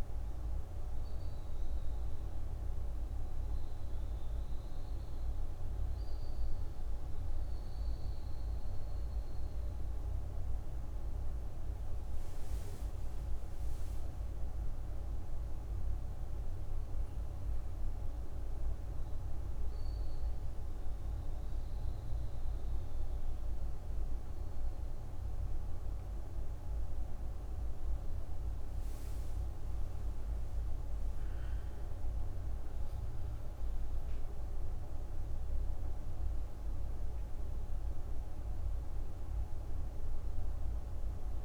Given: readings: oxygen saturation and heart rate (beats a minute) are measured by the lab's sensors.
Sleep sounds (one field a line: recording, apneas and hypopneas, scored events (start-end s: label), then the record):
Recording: a person partly awake in a sleep study, hard to hear, by a room microphone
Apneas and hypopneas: 1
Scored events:
4.50-34.50 s: new sleep stage, N1 (lightest sleep)
18.00-28.50 s: obstructive apnea (oxygen 99% before, 88% lowest)
30.00-35.00 s: arousal
30.50-41.45 s: oxygen desaturation (device-marked, oxygen 99% before, 90% lowest)
34.50-41.45 s: new sleep stage, N2 (light sleep)
From the record:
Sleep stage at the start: awake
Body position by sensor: on the back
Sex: female